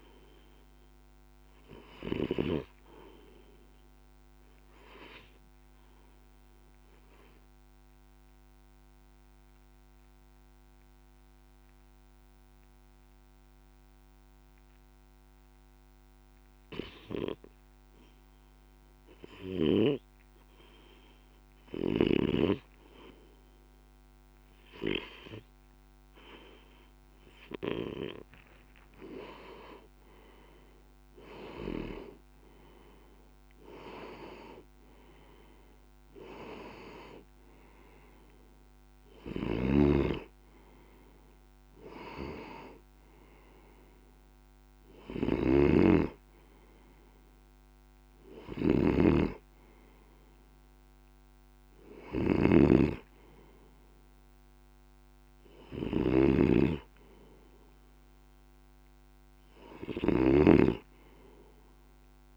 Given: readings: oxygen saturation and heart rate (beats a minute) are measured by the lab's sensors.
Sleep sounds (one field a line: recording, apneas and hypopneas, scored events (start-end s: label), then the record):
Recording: breathing in sleep by a microphone on the trachea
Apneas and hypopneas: 1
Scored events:
6.00-19.00 s: obstructive apnea (oxygen 97% before, 92% lowest, heart rate 55 before, 56 extreme, up 2 after)
27.50-31.50 s: arousal
39.00-60.00 s: snoring (device-marked)
From the record:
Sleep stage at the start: REM sleep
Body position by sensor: on the left side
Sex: male